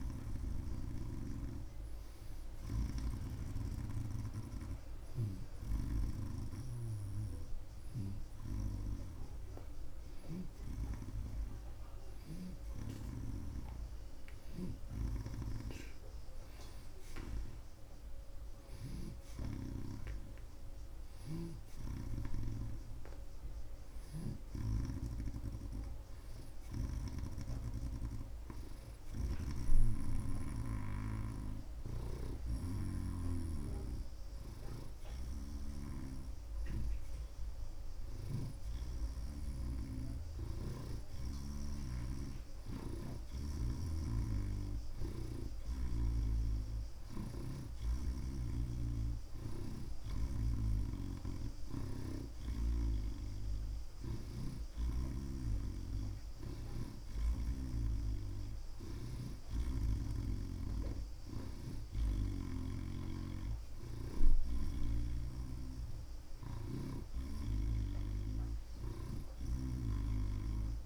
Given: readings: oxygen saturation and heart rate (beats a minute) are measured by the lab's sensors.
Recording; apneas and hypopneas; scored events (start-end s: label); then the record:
breathing in sleep by a room microphone; none
0.00-1.00 s: snoring (device-marked)
10.00-15.00 s: snoring (device-marked)
13.00-37.00 s: oxygen desaturation (device-marked, oxygen 93% before, 88% lowest)
21.00-24.50 s: snoring (device-marked)
29.00-36.00 s: snoring (device-marked)
50.50-54.50 s: snoring (device-marked)
59.00-62.50 s: snoring (device-marked)
64.50-70.86 s: snoring (device-marked)
From the record:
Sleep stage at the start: REM sleep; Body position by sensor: on the right side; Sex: male